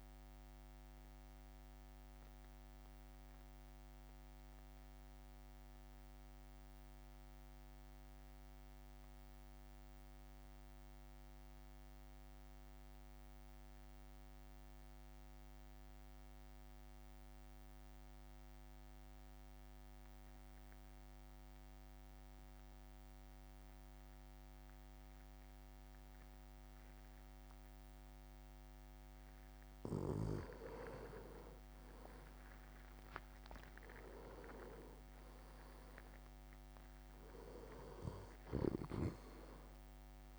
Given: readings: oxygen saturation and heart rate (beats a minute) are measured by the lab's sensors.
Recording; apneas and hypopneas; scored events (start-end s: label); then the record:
breathing in sleep by a microphone on the trachea; 1
0.00-3.50 s: drop in pulse transit time (device-marked, heart rate 53 extreme)
1.00-29.50 s: mixed apnea (oxygen 98% before, 91% lowest, heart rate 54 before, 51 extreme, up 6 after)
6.50-15.50 s: oxygen desaturation (device-marked, oxygen 94% before, 91% lowest, heart rate 56 before, 54 extreme)
30.50-40.39 s: drop in pulse transit time (device-marked, heart rate 55 before, 54 extreme)
32.00-36.50 s: arousal
34.00-36.50 s: leg movement (device-marked)
From the record:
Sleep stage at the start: N2 (light sleep); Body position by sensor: on the back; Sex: male